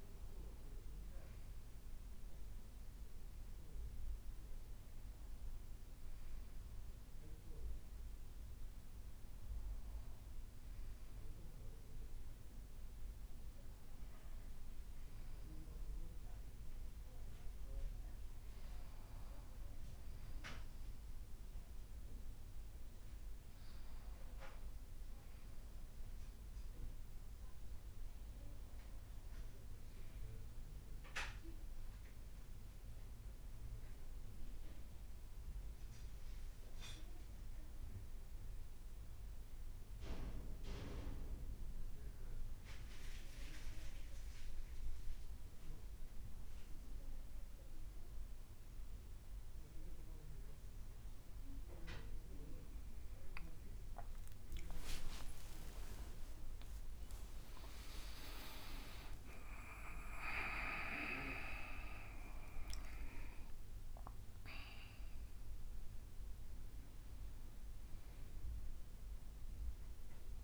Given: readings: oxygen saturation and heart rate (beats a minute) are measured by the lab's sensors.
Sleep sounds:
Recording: a person awake in a sleep study, by a room microphone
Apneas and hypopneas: none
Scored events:
0.00-5.50 s: leg movement (device-marked)
15.00-19.50 s: leg movement (device-marked)
52.50-60.50 s: leg movement (device-marked)
63.50-70.44 s: leg movement (device-marked)
From the record:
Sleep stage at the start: awake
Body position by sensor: on the right side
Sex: male

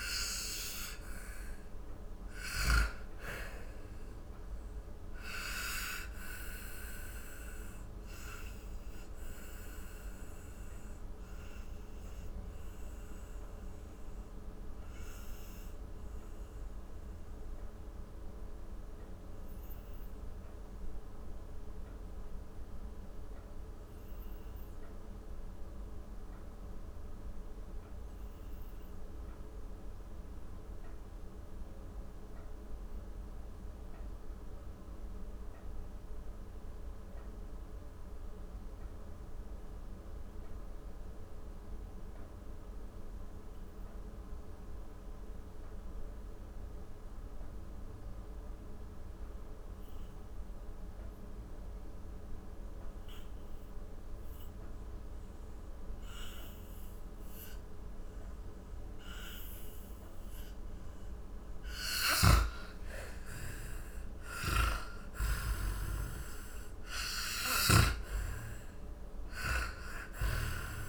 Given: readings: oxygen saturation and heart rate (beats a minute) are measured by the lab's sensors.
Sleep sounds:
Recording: breathing in sleep by a room microphone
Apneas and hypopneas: 1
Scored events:
0.00-29.50 s: oxygen desaturation (device-marked, oxygen 82% lowest, heart rate 42 extreme)
5.50-63.50 s: mixed apnea (oxygen 97% before, 82% lowest, heart rate 68 before, 42 extreme, up 21 after)
56.50-70.89 s: oxygen desaturation (device-marked, oxygen 98% before, 83% lowest, heart rate 52 before, 43 extreme)
64.00-70.89 s: snoring (device-marked)
65.00-70.89 s: arousal
From the record:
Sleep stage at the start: N2 (light sleep)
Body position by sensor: on the back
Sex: male

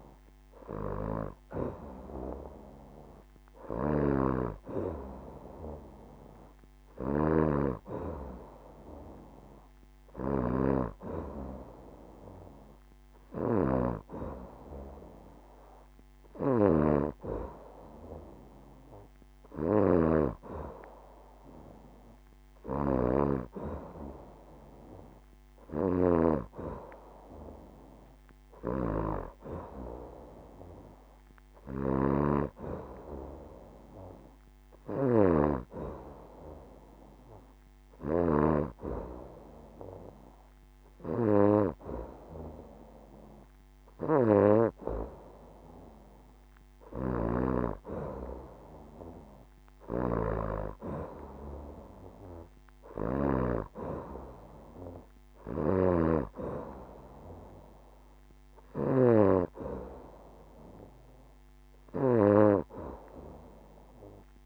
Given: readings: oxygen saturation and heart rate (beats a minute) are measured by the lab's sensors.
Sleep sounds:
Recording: breathing in sleep by a microphone on the trachea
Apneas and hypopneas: none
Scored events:
none scored
From the record:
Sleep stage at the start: N2 (light sleep)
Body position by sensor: on the back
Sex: female

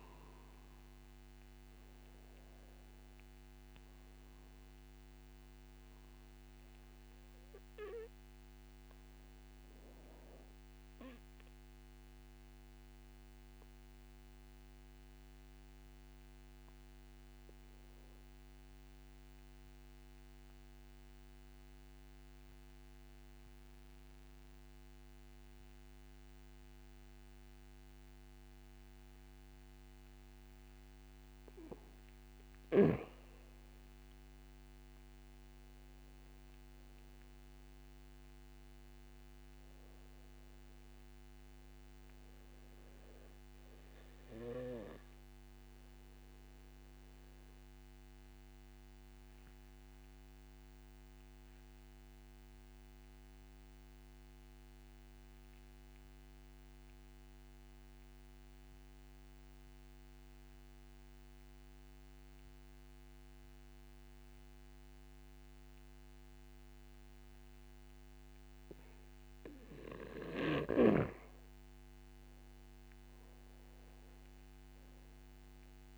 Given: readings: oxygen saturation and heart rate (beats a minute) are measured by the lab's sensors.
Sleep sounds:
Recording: breathing in sleep, hard to hear, by a microphone on the trachea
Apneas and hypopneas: 2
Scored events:
0.00-3.00 s: arousal
0.00-19.00 s: oxygen desaturation (device-marked, oxygen 87% lowest, heart rate 35 extreme)
11.50-30.50 s: obstructive apnea (oxygen 95% before, 87% lowest, heart rate 67 before, 35 extreme, up 5 after)
30.00-55.00 s: oxygen desaturation (device-marked, oxygen 97% before, 88% lowest, heart rate 64 before, 35 extreme)
34.50-38.00 s: arousal
45.50-69.00 s: obstructive apnea (oxygen 97% before, 87% lowest, heart rate 54 before, 60 extreme, up 7 after)
68.00-75.98 s: oxygen desaturation (device-marked, oxygen 97% before, 87% lowest, heart rate 67 before, 61 extreme)
72.00-75.98 s: arousal
From the record:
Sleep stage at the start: N2 (light sleep)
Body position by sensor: on the back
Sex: male

